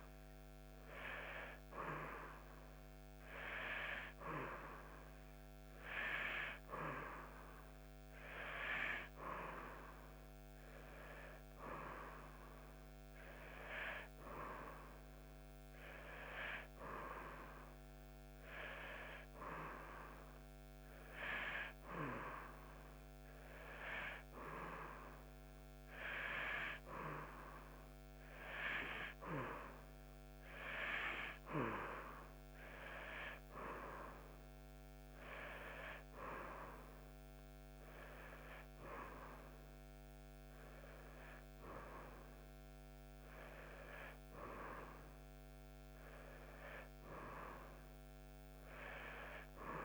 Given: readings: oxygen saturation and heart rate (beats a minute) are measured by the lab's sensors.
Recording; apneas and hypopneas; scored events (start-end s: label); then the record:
breathing in sleep by a microphone on the trachea; none
none scored
From the record:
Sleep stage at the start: N1 (lightest sleep); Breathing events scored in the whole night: 128 in 6.0 hours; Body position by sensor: on the back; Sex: female